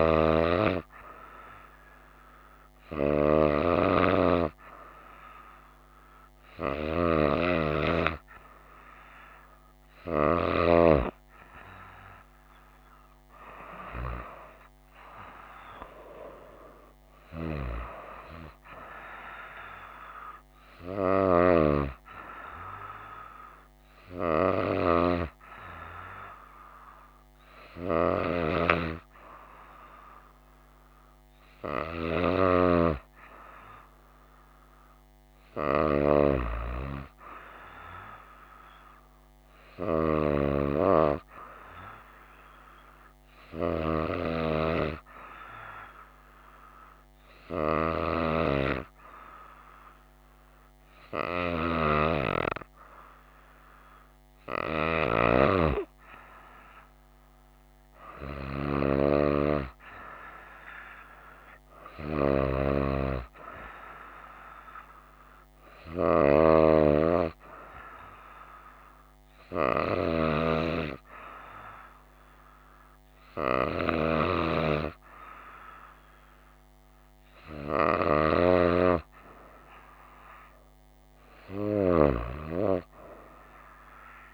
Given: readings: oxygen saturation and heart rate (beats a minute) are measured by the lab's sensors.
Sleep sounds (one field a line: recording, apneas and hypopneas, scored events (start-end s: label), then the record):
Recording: breathing in sleep by a microphone on the trachea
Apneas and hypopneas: none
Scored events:
0.00-2.50 s: oxygen desaturation (device-marked, oxygen 94% lowest, heart rate 57 extreme)
From the record:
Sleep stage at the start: N2 (light sleep)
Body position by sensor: on the right side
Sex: female